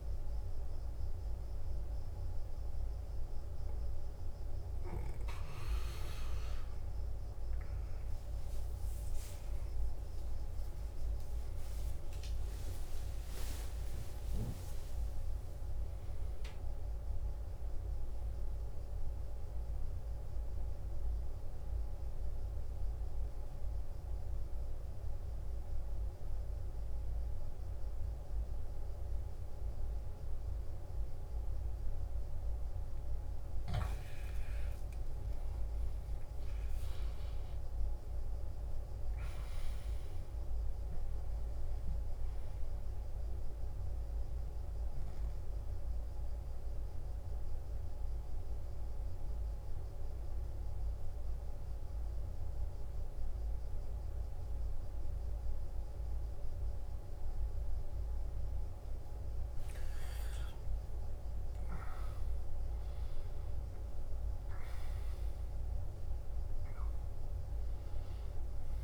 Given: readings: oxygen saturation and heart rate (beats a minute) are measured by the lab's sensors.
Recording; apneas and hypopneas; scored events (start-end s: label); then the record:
breathing in sleep, hard to hear, by a room microphone; 2
0.00-22.00 s: oxygen desaturation (device-marked, oxygen 88% lowest, heart rate 56 extreme)
14.00-18.00 s: arousal
19.50-32.50 s: hypopnea (oxygen 95% before, 89% lowest, heart rate 65 before, 56 extreme, up 13 after)
36.00-41.50 s: arousal
42.00-57.00 s: oxygen desaturation (device-marked, oxygen 98% before, 91% lowest, heart rate 61 before, 58 extreme)
49.00-59.00 s: central apnea (oxygen 99% before, 89% lowest, heart rate 63 before, 58 extreme, up 16 after)
60.00-64.50 s: arousal
From the record:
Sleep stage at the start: N2 (light sleep); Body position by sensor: on the left side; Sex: male